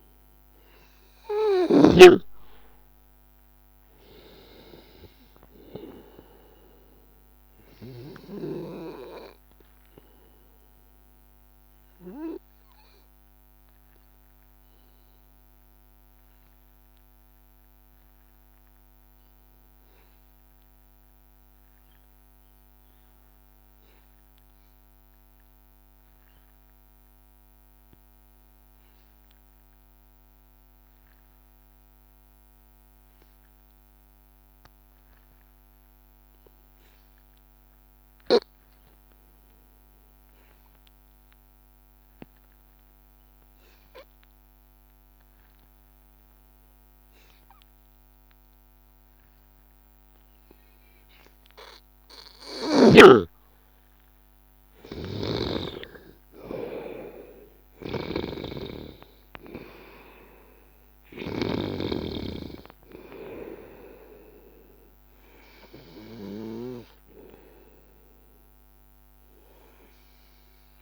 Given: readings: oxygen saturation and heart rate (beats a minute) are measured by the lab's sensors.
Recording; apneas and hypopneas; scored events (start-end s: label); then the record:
breathing in sleep by a microphone on the trachea; 1
0.00-3.00 s: arousal
4.50-28.50 s: oxygen desaturation (device-marked, oxygen 97% before, 93% lowest, heart rate 84 before, 78 extreme)
16.00-50.00 s: obstructive apnea (oxygen 97% before, 85% lowest, heart rate 85 before, 78 extreme, up 9 after)
42.50-70.82 s: oxygen desaturation (device-marked, oxygen 98% before, 85% lowest, heart rate 81 before, 82 extreme)
53.50-58.50 s: arousal
57.50-59.50 s: long interval between heartbeats (device-marked, heart rate 82 before, 87 extreme)
68.50-70.50 s: long interval between heartbeats (device-marked, heart rate 86 before, 88 extreme)
From the record:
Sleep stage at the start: N2 (light sleep); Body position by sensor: on the back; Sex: male